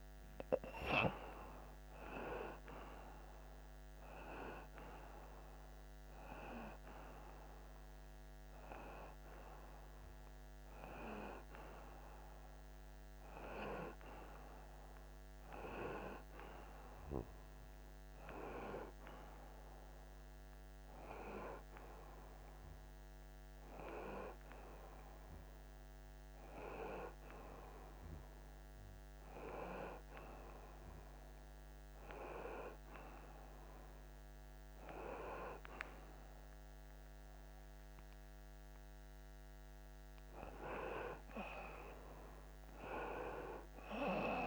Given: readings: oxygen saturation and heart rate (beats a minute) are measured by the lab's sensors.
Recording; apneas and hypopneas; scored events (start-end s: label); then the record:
breathing in sleep by a microphone on the trachea; none
0.00-10.50 s: oxygen desaturation (device-marked, oxygen 86% lowest)
26.50-31.50 s: oxygen desaturation (device-marked, oxygen 93% before, 87% lowest)
36.50-41.00 s: arousal
From the record:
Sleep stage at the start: N1 (lightest sleep); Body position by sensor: on the front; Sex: male